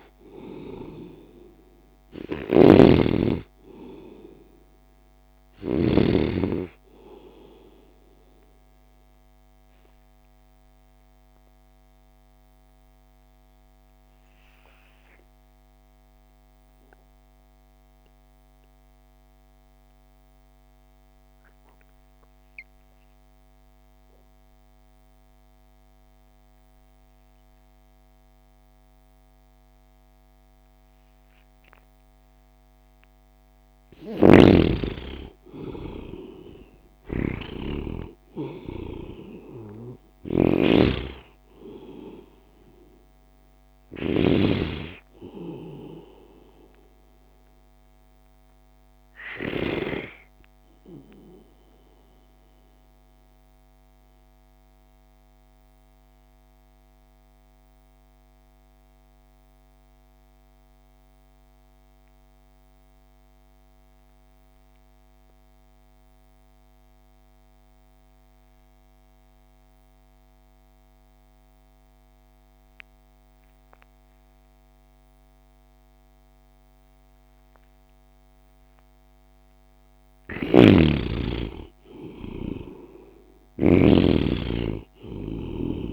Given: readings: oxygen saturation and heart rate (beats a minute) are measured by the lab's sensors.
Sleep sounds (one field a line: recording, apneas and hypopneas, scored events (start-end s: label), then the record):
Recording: breathing in sleep by a microphone on the trachea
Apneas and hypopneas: 2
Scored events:
0.00-1.00 s: arousal
0.00-6.00 s: snoring (device-marked)
0.00-24.50 s: oxygen desaturation (device-marked, oxygen 81% lowest)
9.00-32.50 s: obstructive apnea (oxygen 99% before, 80% lowest)
34.00-50.00 s: snoring (device-marked)
34.50-38.00 s: arousal
37.50-66.50 s: oxygen desaturation (device-marked, oxygen 99% before, 80% lowest)
41.50-85.93 s: new sleep stage, N2 (light sleep)
49.00-79.50 s: mixed apnea (oxygen 99% before, 80% lowest)
80.50-84.00 s: snoring (device-marked)
81.50-85.00 s: arousal
83.50-85.93 s: oxygen desaturation (device-marked, oxygen 98% before, 85% lowest)
From the record:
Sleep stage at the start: REM sleep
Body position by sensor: on the right side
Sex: male